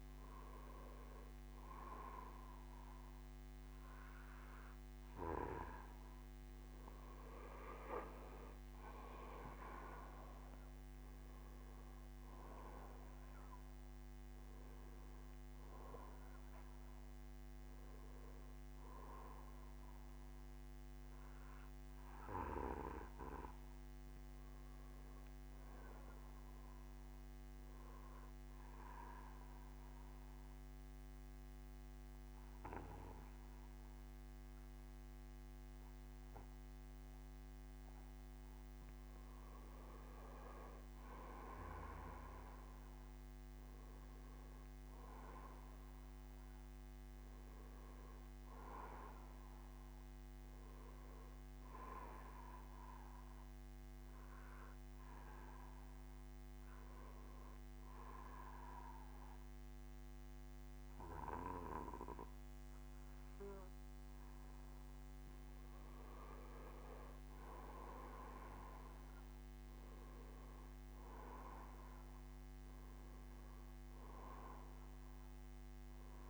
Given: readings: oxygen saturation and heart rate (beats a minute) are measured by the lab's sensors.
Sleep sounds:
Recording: breathing in sleep by a microphone on the trachea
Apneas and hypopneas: 2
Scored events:
0.00-3.00 s: arousal
0.00-4.00 s: bradycardia (device-marked, heart rate 45 extreme)
4.00-16.00 s: oxygen desaturation (device-marked, oxygen 94% before, 89% lowest, heart rate 53 before, 54 extreme)
26.50-39.00 s: obstructive apnea (oxygen 94% before, 89% lowest, heart rate 71 before, 54 extreme, up 11 after)
30.00-32.00 s: bradycardia (device-marked, heart rate 61 before, 63 extreme)
41.50-46.00 s: arousal
46.00-61.00 s: oxygen desaturation (device-marked, oxygen 95% before, 91% lowest, heart rate 63 before, 55 extreme)
52.50-65.50 s: hypopnea (oxygen 95% before, 89% lowest, heart rate 63 before, 55 extreme, up 2 after)
68.50-72.00 s: arousal
72.00-76.00 s: bradycardia (device-marked, heart rate 61 before, 56 extreme)
From the record:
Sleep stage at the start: N2 (light sleep)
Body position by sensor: on the back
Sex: male

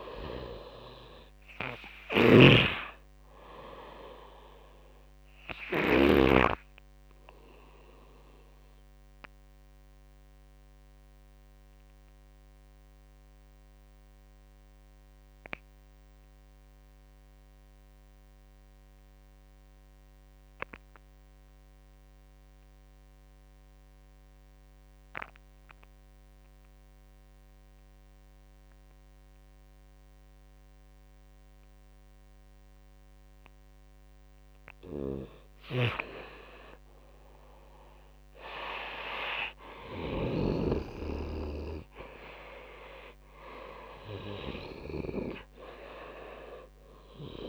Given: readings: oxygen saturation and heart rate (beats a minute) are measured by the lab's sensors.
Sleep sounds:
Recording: breathing in sleep by a microphone on the trachea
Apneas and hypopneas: 1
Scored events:
0.00-20.00 s: oxygen desaturation (device-marked, oxygen 85% lowest)
1.00-5.50 s: snoring (device-marked)
6.50-34.00 s: obstructive apnea (oxygen 98% before, 86% lowest)
28.00-47.48 s: oxygen desaturation (device-marked, oxygen 100% before, 86% lowest)
34.50-39.50 s: snoring (device-marked)
36.50-39.50 s: arousal
From the record:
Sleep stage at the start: N2 (light sleep)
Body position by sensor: on the right side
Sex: male

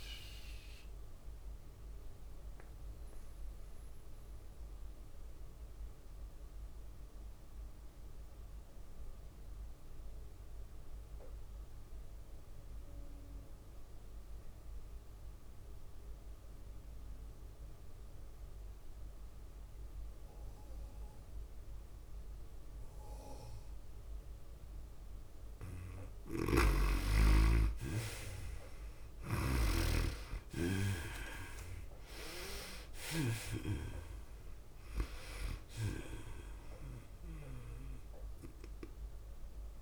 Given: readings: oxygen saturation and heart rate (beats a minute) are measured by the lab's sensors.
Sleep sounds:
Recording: breathing in sleep by a room microphone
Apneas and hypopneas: 1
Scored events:
0.00-11.00 s: oxygen desaturation (device-marked, oxygen 81% lowest, heart rate 94 extreme)
0.00-12.00 s: drop in pulse transit time (device-marked, heart rate 94 extreme)
0.50-2.50 s: long interval between heartbeats (device-marked, heart rate 104 before, 96 extreme)
2.00-27.00 s: mixed apnea (oxygen 98% before, 79% lowest, heart rate 105 before, 94 extreme, up 9 after)
5.00-8.00 s: tachycardia (device-marked, heart rate 101 before, 94 extreme)
23.00-39.82 s: oxygen desaturation (device-marked, oxygen 99% before, 82% lowest, heart rate 97 before, 94 extreme)
26.50-34.00 s: snoring (device-marked)
29.00-39.82 s: tachycardia (device-marked, heart rate 101 before, 105 extreme)
29.50-33.00 s: arousal
33.00-39.82 s: drop in pulse transit time (device-marked, heart rate 97 before, 100 extreme)
From the record:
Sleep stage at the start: N2 (light sleep)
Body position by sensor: on the right side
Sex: female

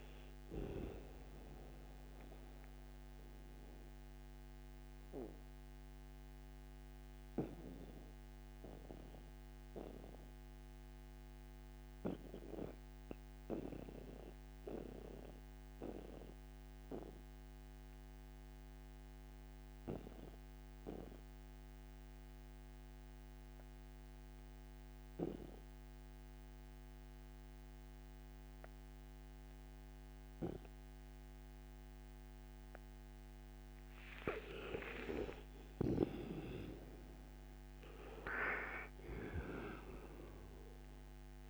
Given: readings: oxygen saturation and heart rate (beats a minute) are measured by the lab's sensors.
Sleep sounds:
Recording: breathing in sleep by a microphone on the trachea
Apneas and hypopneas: 1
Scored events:
0.00-19.00 s: oxygen desaturation (device-marked, oxygen 80% lowest, heart rate 58 extreme)
1.50-33.00 s: mixed apnea (oxygen 99% before, 80% lowest, heart rate 66 before, 58 extreme, up 17 after)
34.00-37.50 s: arousal
37.00-41.50 s: oxygen desaturation (device-marked, oxygen 98% before, 85% lowest, heart rate 61 before, 58 extreme)
From the record:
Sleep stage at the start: N2 (light sleep)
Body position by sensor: on the right side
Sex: male

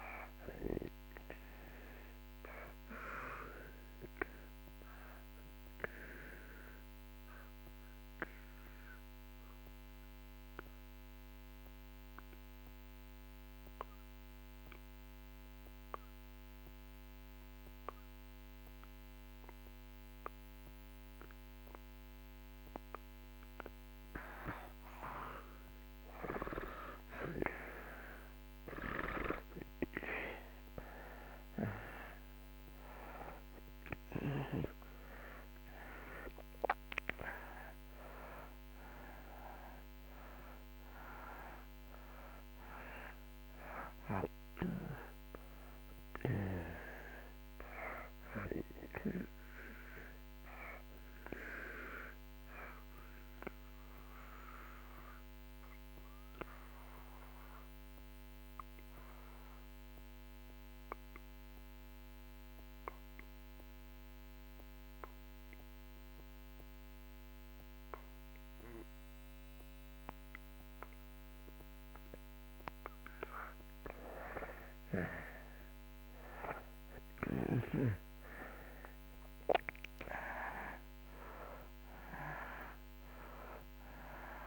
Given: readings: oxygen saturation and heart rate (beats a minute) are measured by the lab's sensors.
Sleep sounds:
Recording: breathing in sleep by a microphone on the trachea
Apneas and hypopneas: 2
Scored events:
0.00-21.50 s: oxygen desaturation (device-marked, oxygen 77% lowest)
4.50-23.00 s: obstructive apnea (oxygen 97% before, 77% lowest)
25.50-31.50 s: arousal
31.50-59.50 s: oxygen desaturation (device-marked, oxygen 98% before, 82% lowest)
53.00-71.50 s: obstructive apnea (oxygen 98% before, 80% lowest)
74.50-79.50 s: arousal
77.50-84.47 s: oxygen desaturation (device-marked, oxygen 95% before, 80% lowest)
From the record:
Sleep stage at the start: N2 (light sleep)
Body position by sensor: on the back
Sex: male

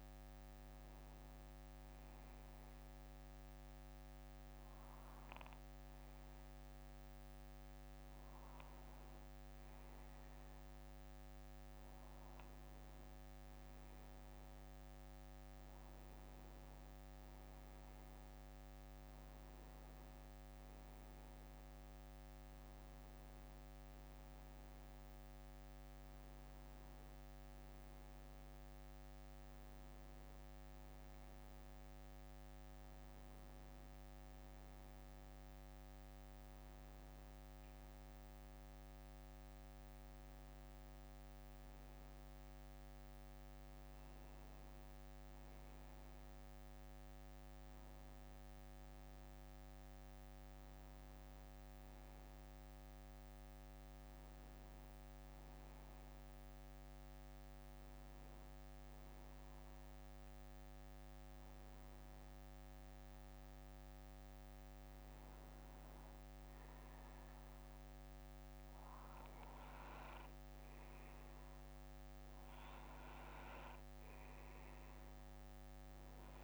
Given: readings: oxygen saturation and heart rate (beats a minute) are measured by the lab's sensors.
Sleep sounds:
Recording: breathing in sleep, hard to hear, by a microphone on the trachea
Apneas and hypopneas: none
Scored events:
2.00-5.00 s: bradycardia (device-marked, heart rate 63 before, 59 extreme)
10.00-13.00 s: bradycardia (device-marked, heart rate 63 before, 60 extreme)
54.00-68.00 s: bradycardia (device-marked, heart rate 63 before, 53 extreme)
From the record:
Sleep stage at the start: N2 (light sleep)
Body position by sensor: on the back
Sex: male

